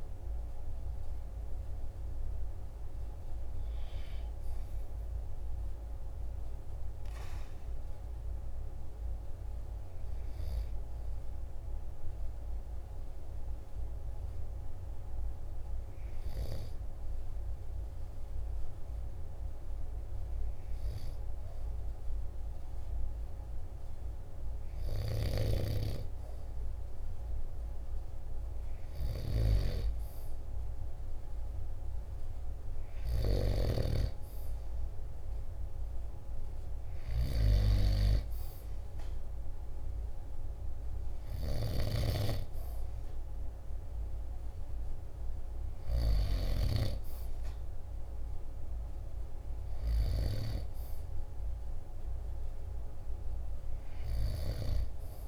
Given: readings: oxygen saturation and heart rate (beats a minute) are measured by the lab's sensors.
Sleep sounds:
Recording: breathing in sleep by a room microphone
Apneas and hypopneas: none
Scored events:
28.50-33.00 s: snoring (device-marked)
41.00-46.00 s: snoring (device-marked)
From the record:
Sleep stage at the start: N2 (light sleep)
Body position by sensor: on the back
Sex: male

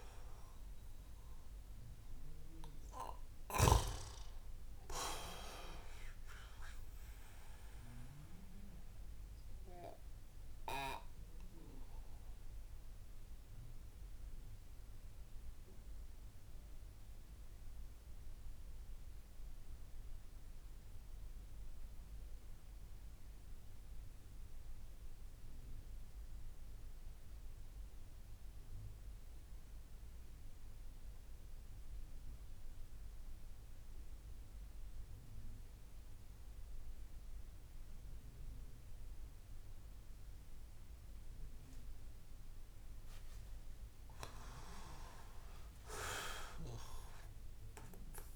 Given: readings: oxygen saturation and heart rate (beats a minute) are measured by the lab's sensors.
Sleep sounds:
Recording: breathing in sleep by a room microphone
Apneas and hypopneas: 1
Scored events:
0.00-3.50 s: snoring (device-marked)
0.00-20.00 s: oxygen desaturation (device-marked, oxygen 89% lowest)
5.50-43.00 s: mixed apnea (oxygen 96% before, 89% lowest)
40.00-48.36 s: oxygen desaturation (device-marked, oxygen 98% before, 94% lowest)
45.00-48.36 s: arousal
From the record:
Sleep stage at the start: N2 (light sleep)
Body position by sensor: on the back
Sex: male

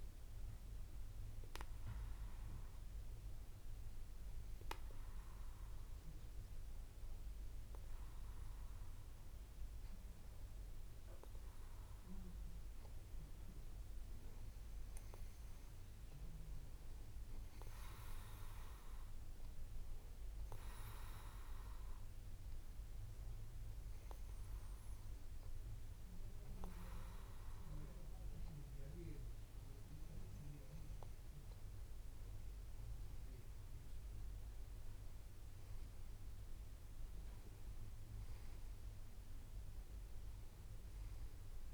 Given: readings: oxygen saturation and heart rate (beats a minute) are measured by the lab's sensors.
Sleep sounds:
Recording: breathing in sleep by a room microphone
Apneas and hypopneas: 1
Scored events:
1.00-12.00 s: hypopnea (oxygen 94% before, 92% lowest)
14.50-17.50 s: arousal
From the record:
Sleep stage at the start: N2 (light sleep)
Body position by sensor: on the back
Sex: male

